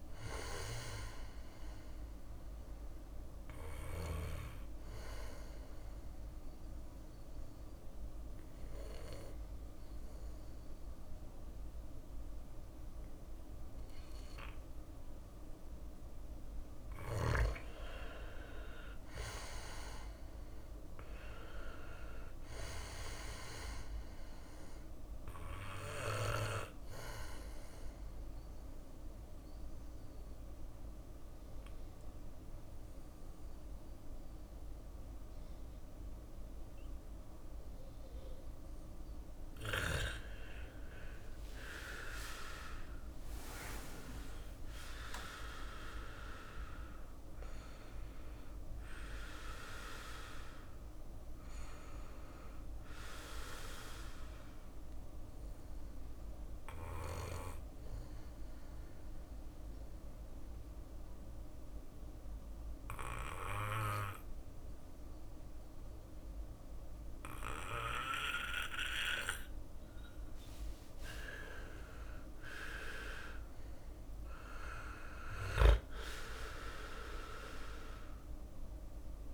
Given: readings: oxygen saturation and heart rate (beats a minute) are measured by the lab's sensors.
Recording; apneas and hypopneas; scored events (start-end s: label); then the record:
breathing in sleep by a room microphone; 3
0.00-10.00 s: bradycardia (device-marked, heart rate 57 extreme)
0.00-12.00 s: oxygen desaturation (device-marked, oxygen 97% before, 94% lowest, heart rate 58 before, 58 extreme)
2.00-15.50 s: obstructive apnea (oxygen 98% before, 93% lowest, heart rate 58 before, 58 extreme, up 5 after)
18.50-21.50 s: arousal
24.00-37.00 s: bradycardia (device-marked, heart rate 60 before, 58 extreme)
25.00-38.00 s: oxygen desaturation (device-marked, oxygen 97% before, 93% lowest, heart rate 60 before, 58 extreme)
25.50-38.00 s: obstructive apnea (oxygen 97% before, 93% lowest, heart rate 60 before, 58 extreme, up 6 after)
40.00-45.00 s: arousal
42.00-54.00 s: drop in pulse transit time (device-marked, heart rate 59 before, 59 extreme)
50.00-68.00 s: bradycardia (device-marked, heart rate 60 before, 58 extreme)
54.00-67.50 s: obstructive apnea (oxygen 98% before, 93% lowest, heart rate 61 before, 54 extreme, up 3 after)
69.00-73.00 s: arousal
74.00-79.00 s: snoring (device-marked)
74.00-79.34 s: drop in pulse transit time (device-marked, heart rate 59 before, 54 extreme)
77.00-79.34 s: bradycardia (device-marked, heart rate 60 before, 54 extreme)
77.00-79.34 s: oxygen desaturation (device-marked, oxygen 99% before, 93% lowest, heart rate 59 before, 54 extreme)
From the record:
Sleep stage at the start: N2 (light sleep); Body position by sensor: on the back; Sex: male